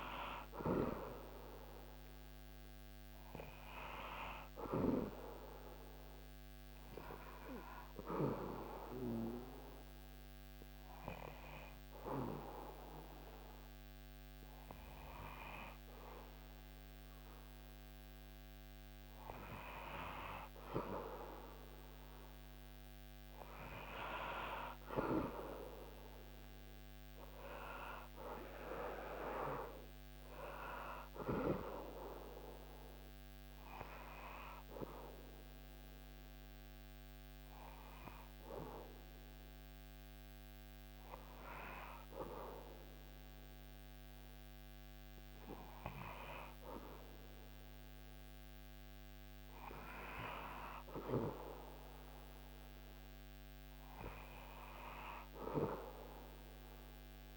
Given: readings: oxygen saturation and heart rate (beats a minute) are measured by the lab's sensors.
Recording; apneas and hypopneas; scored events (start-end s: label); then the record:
breathing in sleep by a microphone on the trachea; 2
7.00-21.00 s: hypopnea (oxygen 97% before, 94% lowest, heart rate 77 before, 71 extreme, up 7 after)
24.00-27.50 s: arousal
33.50-47.50 s: hypopnea (oxygen 97% before, 94% lowest, heart rate 76 before, 71 extreme, up 6 after)
49.00-52.50 s: arousal
From the record:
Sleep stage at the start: N2 (light sleep); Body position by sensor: on the back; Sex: male